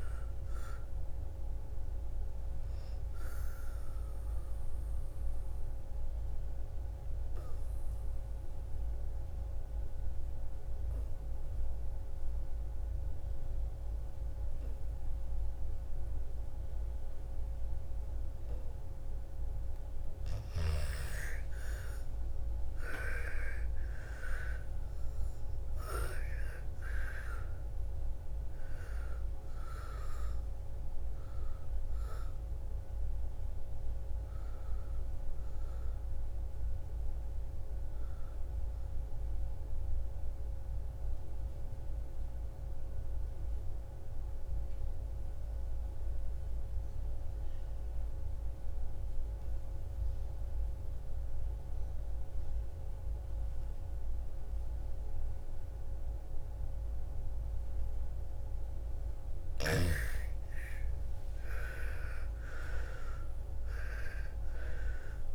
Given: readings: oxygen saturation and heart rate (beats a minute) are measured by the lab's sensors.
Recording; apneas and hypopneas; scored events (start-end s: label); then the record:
breathing in sleep by a room microphone; 2
0.00-9.50 s: oxygen desaturation (device-marked, oxygen 82% lowest, heart rate 55 extreme)
3.50-18.50 s: obstructive apnea (oxygen 98% before, 84% lowest, heart rate 64 before, 56 extreme, up 12 after)
21.00-24.00 s: arousal
25.50-37.50 s: oxygen desaturation (device-marked, oxygen 99% before, 90% lowest, heart rate 58 before, 55 extreme)
40.50-57.50 s: obstructive apnea (oxygen 99% before, 80% lowest, heart rate 68 before, 55 extreme, up 16 after)
58.50-65.35 s: oxygen desaturation (device-marked, oxygen 98% before, 85% lowest, heart rate 60 before, 57 extreme)
61.00-64.50 s: arousal
From the record:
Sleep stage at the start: N2 (light sleep); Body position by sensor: on the back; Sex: female